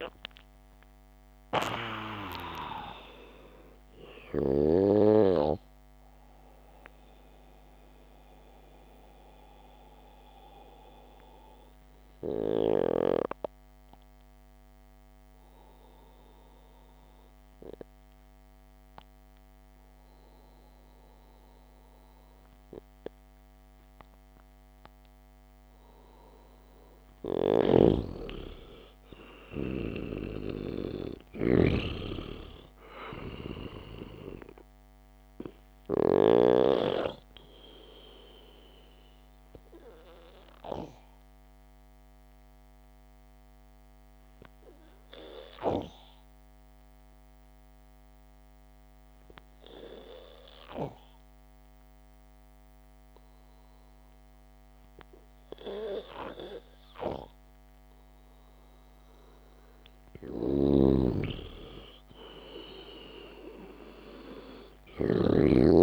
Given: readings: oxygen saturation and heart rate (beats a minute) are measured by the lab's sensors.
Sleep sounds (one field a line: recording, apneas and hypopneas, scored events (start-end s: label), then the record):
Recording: breathing in sleep by a microphone on the trachea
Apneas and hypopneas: 2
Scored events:
6.50-23.50 s: oxygen desaturation (device-marked, oxygen 95% before, 88% lowest, heart rate 85 before, 56 extreme)
9.50-27.00 s: hypopnea (oxygen 97% before, 88% lowest, heart rate 88 before, 56 extreme, up 3 after)
28.00-37.00 s: snoring (device-marked)
30.00-34.00 s: arousal
35.50-55.50 s: oxygen desaturation (device-marked, oxygen 98% before, 91% lowest, heart rate 61 before, 54 extreme)
41.00-57.50 s: obstructive apnea (oxygen 99% before, 91% lowest, heart rate 60 before, 54 extreme, up 3 after)
61.00-65.83 s: snoring (device-marked)
61.50-65.00 s: arousal
63.00-65.00 s: long interval between heartbeats (device-marked, heart rate 62 before, 57 extreme)
From the record:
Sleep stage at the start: N2 (light sleep)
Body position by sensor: on the back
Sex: male